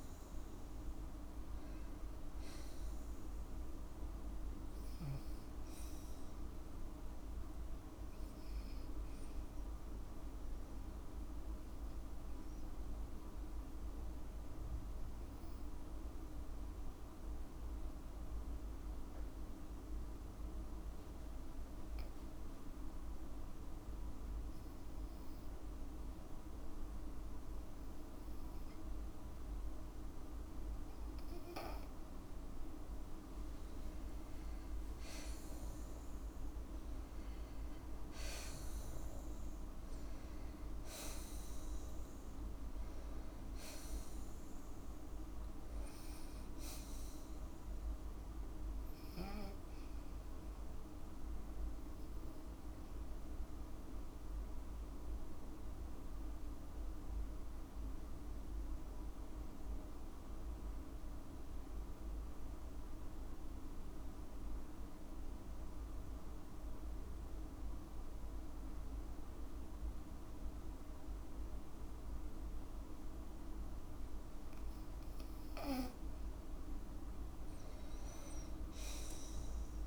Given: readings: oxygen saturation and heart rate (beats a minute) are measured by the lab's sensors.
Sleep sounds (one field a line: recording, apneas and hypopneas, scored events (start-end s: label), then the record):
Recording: breathing in sleep, hard to hear, by a room microphone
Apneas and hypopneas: 2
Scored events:
10.50-30.00 s: obstructive apnea (oxygen 98% before, 92% lowest, heart rate 58 before, 53 extreme, up 5 after)
16.50-32.50 s: oxygen desaturation (device-marked, oxygen 97% before, 92% lowest, heart rate 57 before, 53 extreme)
34.00-38.50 s: arousal
55.00-75.00 s: obstructive apnea (oxygen 98% before, 92% lowest, heart rate 57 before, 53 extreme, up 5 after)
59.50-72.50 s: oxygen desaturation (device-marked, oxygen 98% before, 94% lowest, heart rate 56 before, 53 extreme)
77.00-79.87 s: arousal
From the record:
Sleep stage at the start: N2 (light sleep)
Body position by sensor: on the back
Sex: female